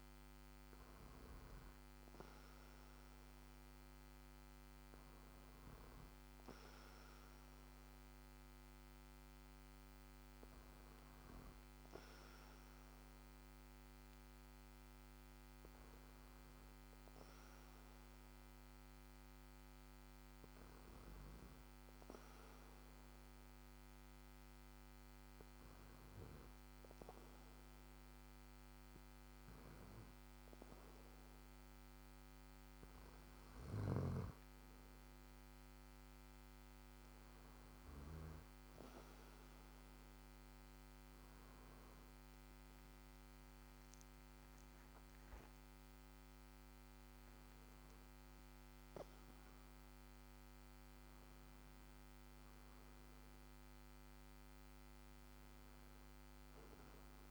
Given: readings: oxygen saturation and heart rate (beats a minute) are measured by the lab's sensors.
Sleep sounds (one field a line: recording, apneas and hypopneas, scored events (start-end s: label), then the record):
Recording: breathing in sleep, hard to hear, by a microphone on the trachea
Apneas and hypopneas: 1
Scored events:
21.00-32.00 s: hypopnea (oxygen 96% before, 92% lowest, heart rate 55 before, 55 extreme, up 5 after)
34.50-39.00 s: arousal
42.00-53.00 s: oxygen desaturation (device-marked, oxygen 95% before, 92% lowest, heart rate 57 before, 55 extreme)
From the record:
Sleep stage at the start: N2 (light sleep)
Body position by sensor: on the back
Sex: male